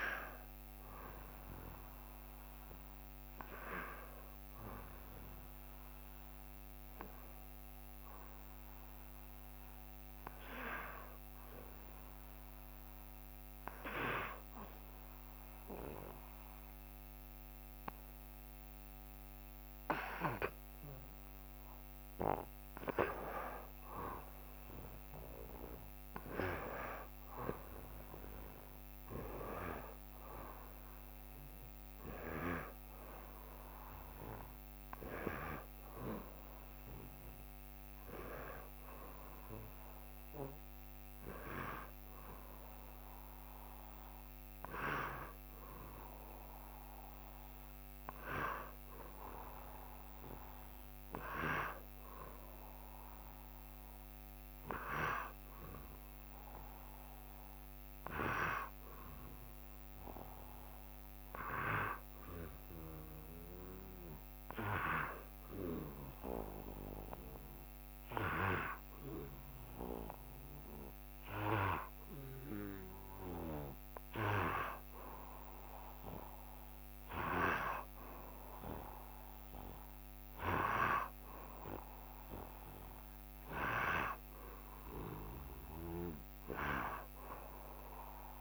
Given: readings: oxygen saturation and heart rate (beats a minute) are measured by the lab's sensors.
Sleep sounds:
breathing in sleep by a microphone on the trachea; 2
7.50-23.00 s: obstructive apnea (oxygen 94% before, 88% lowest, heart rate 67 before, 67 extreme, up 2 after)
26.00-30.00 s: arousal
31.00-49.00 s: oxygen desaturation (device-marked, oxygen 92% before, 88% lowest, heart rate 68 before, 67 extreme)
54.50-59.50 s: arousal
63.00-75.50 s: hypopnea (oxygen 93% before, 84% lowest, heart rate 67 before, 67 extreme, up 1 after)
79.00-83.50 s: arousal
From the record:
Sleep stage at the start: N1 (lightest sleep); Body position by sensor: on the back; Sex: male

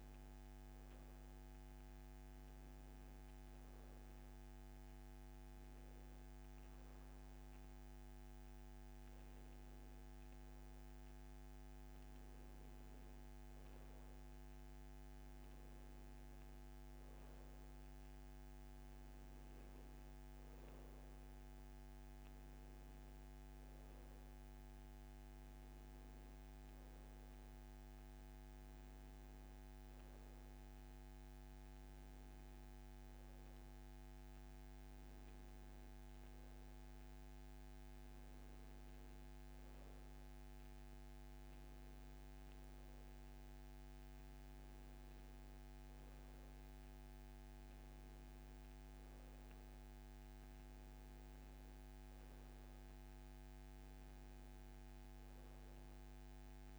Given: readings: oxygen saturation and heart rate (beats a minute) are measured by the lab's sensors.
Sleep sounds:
breathing in sleep, hard to hear, by a microphone on the trachea; 1
1.50-13.00 s: hypopnea (oxygen 95% before, 93% lowest, heart rate 74 before, 67 extreme, up 2 after)
15.00-18.00 s: arousal
From the record:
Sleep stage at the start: N2 (light sleep); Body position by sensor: on the back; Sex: male

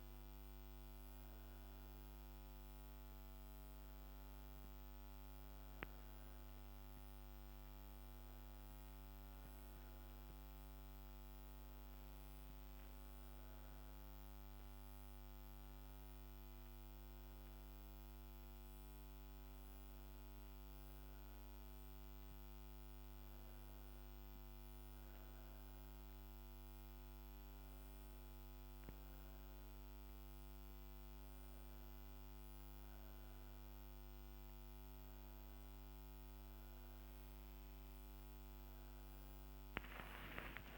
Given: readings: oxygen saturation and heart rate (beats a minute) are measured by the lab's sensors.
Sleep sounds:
breathing in sleep, hard to hear, by a microphone on the trachea; none
none scored
From the record:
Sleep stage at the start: N1 (lightest sleep); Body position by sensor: on the right side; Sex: female

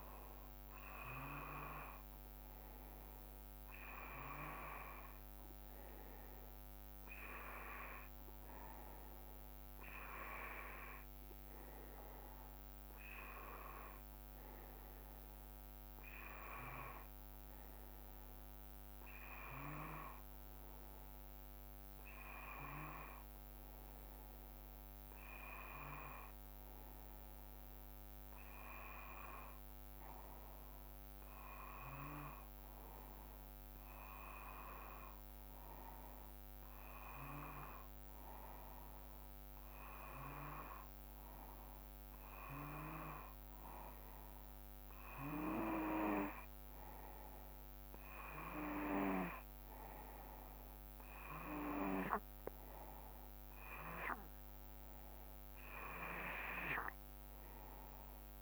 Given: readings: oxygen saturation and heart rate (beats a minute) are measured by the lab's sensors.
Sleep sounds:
breathing in sleep by a microphone on the trachea; none
none scored
From the record:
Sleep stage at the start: N2 (light sleep); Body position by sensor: on the back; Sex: male

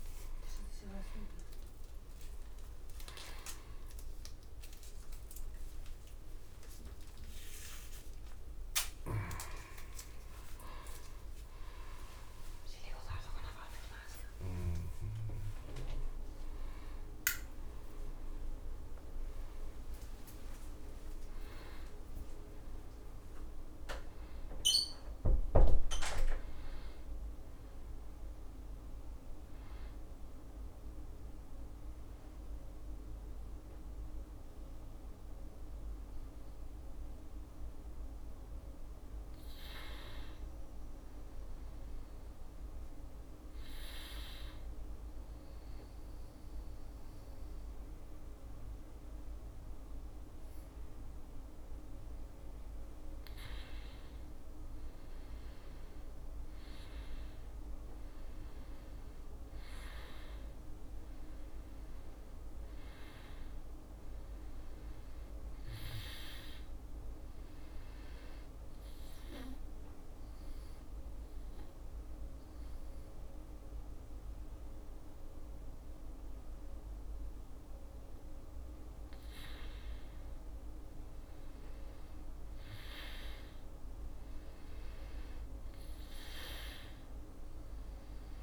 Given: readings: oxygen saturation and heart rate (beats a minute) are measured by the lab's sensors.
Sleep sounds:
a person partly awake in a sleep study, by a room microphone; 2
22.00-52.00 s: new sleep stage, N1 (lightest sleep)
41.00-52.50 s: hypopnea (oxygen 99% before, 96% lowest, heart rate 65 before, 62 extreme, up 5 after)
52.00-88.43 s: new sleep stage, N2 (light sleep)
55.00-58.50 s: arousal
68.00-79.50 s: obstructive apnea (oxygen 99% before, 95% lowest, heart rate 64 before, 64 extreme, up 3 after)
81.00-85.00 s: arousal
From the record:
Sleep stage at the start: awake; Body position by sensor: on the back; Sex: male

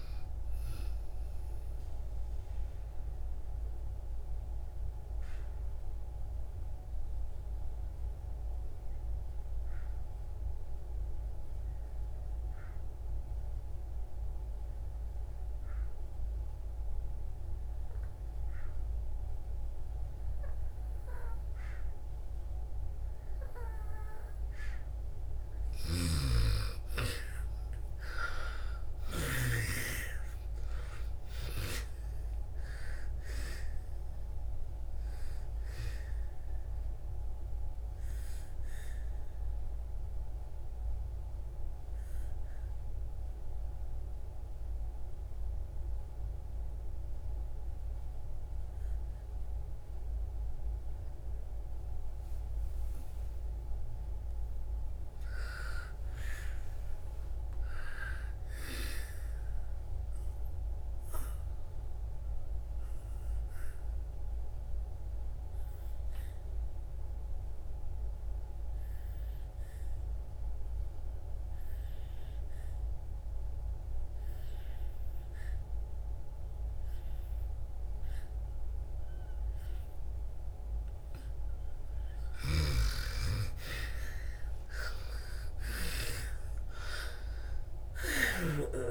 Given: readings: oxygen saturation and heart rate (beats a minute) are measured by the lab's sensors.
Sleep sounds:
breathing in sleep by a room microphone; 3
0.00-16.00 s: oxygen desaturation (device-marked, oxygen 78% lowest)
2.00-25.00 s: obstructive apnea (oxygen 98% before, 78% lowest)
21.00-52.00 s: oxygen desaturation (device-marked, oxygen 98% before, 81% lowest)
25.50-29.00 s: snoring (device-marked)
27.00-30.50 s: arousal
36.00-52.50 s: obstructive apnea (oxygen 98% before, 80% lowest)
53.50-58.00 s: arousal
60.50-80.00 s: obstructive apnea (oxygen 99% before, 80% lowest)
65.00-74.00 s: oxygen desaturation (device-marked, oxygen 98% before, 91% lowest)
76.00-88.91 s: oxygen desaturation (device-marked, oxygen 97% before, 80% lowest)
82.00-88.00 s: snoring (device-marked)
82.50-86.50 s: arousal
From the record:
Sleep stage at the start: N2 (light sleep); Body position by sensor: on the back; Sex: female

